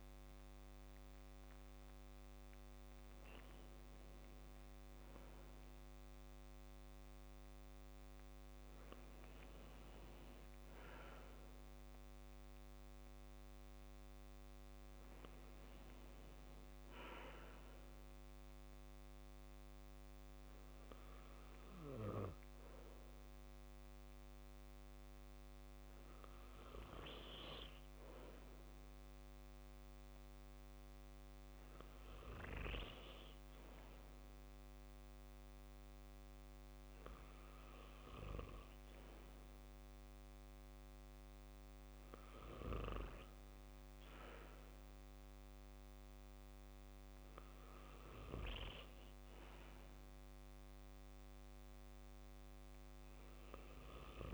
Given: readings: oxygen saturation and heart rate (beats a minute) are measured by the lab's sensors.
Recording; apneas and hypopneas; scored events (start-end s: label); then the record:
breathing in sleep by a microphone on the trachea; 1
0.50-54.34 s: new sleep stage, N2 (light sleep)
16.00-28.50 s: hypopnea (oxygen 95% before, 94% lowest, heart rate 67 before, 62 extreme, up 3 after)
30.50-34.50 s: arousal
From the record:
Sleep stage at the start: N1 (lightest sleep); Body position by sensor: on the back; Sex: male